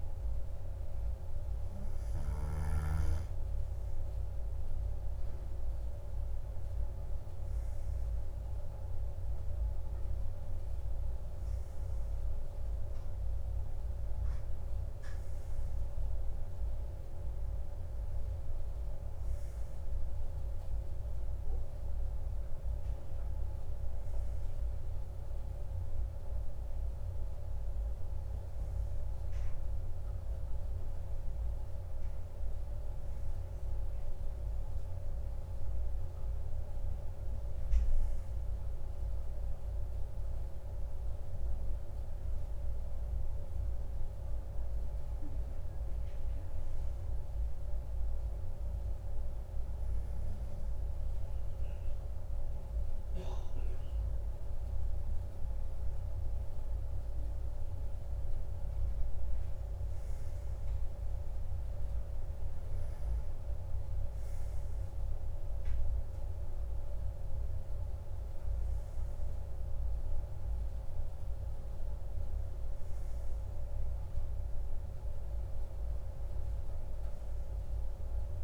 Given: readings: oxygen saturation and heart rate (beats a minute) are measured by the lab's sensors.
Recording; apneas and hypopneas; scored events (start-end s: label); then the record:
breathing in sleep, hard to hear, by a room microphone; none
10.50-15.50 s: arousal
55.00-58.50 s: arousal
From the record:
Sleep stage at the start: N2 (light sleep); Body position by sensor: on the right side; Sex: male